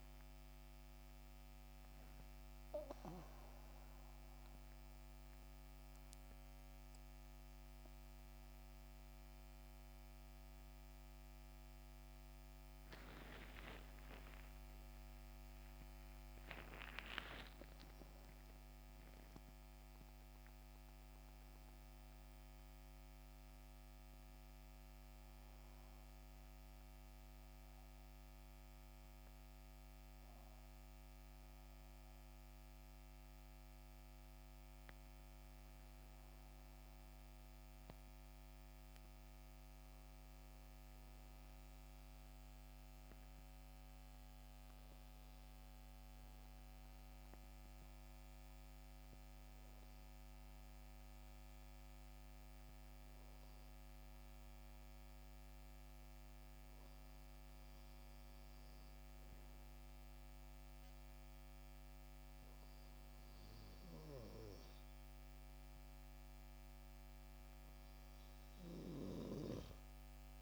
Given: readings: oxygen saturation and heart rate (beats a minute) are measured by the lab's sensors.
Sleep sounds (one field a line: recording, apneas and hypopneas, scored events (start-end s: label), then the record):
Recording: breathing in sleep by a microphone on the trachea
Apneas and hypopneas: 2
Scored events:
0.00-22.00 s: oxygen desaturation (device-marked, oxygen 83% lowest, heart rate 67 extreme)
2.00-12.00 s: central apnea (oxygen 92% before, 83% lowest, heart rate 73 before, 67 extreme, up 0 after)
13.00-18.00 s: arousal
25.50-37.50 s: hypopnea (oxygen 94% before, 86% lowest, heart rate 68 before, 67 extreme, up 2 after)
37.00-43.00 s: oxygen desaturation (device-marked, oxygen 95% before, 91% lowest, heart rate 68 before, 67 extreme)
40.50-44.50 s: arousal
49.00-61.00 s: oxygen desaturation (device-marked, oxygen 92% before, 88% lowest, heart rate 68 before, 67 extreme)
From the record:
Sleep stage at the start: N2 (light sleep)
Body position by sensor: on the back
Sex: male